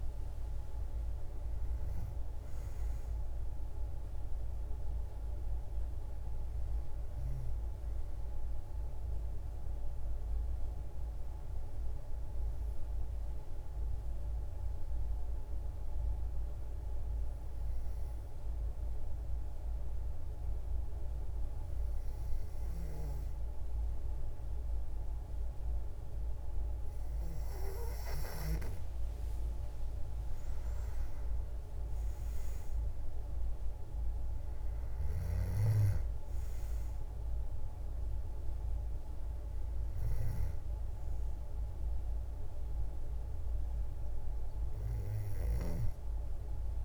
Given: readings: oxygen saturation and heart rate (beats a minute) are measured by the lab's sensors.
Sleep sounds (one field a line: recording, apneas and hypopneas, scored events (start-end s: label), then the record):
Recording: breathing in sleep, hard to hear, by a room microphone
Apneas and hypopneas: 1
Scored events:
0.00-3.50 s: oxygen desaturation (device-marked, oxygen 92% lowest, heart rate 52 extreme)
10.00-27.50 s: hypopnea (oxygen 95% before, 91% lowest, heart rate 69 before, 71 extreme, up 50 after)
29.50-32.50 s: arousal
33.50-46.85 s: oxygen desaturation (device-marked, oxygen 96% before, 91% lowest, heart rate 94 before, 53 extreme)
From the record:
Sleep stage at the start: N2 (light sleep)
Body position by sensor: on the back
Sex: female